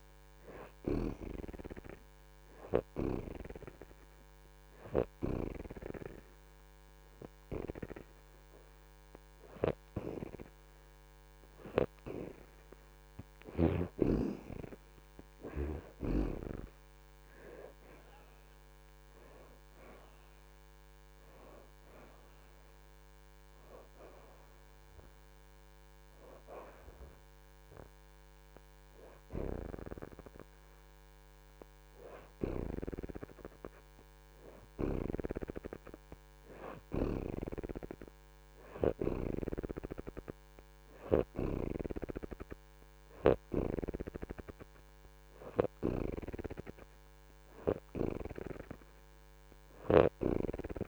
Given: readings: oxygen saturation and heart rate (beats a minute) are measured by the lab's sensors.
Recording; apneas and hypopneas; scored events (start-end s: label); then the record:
breathing in sleep by a microphone on the trachea; 1
2.00-13.50 s: hypopnea (oxygen 67% before, 62% lowest)
6.50-19.50 s: oxygen desaturation (device-marked, oxygen 78% before, 65% lowest)
19.00-22.50 s: arousal
29.50-44.50 s: oxygen desaturation (device-marked, oxygen 70% before, 62% lowest)
46.50-50.87 s: oxygen desaturation (device-marked, oxygen 76% before, 67% lowest)
From the record:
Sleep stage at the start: N2 (light sleep); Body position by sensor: on the back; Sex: female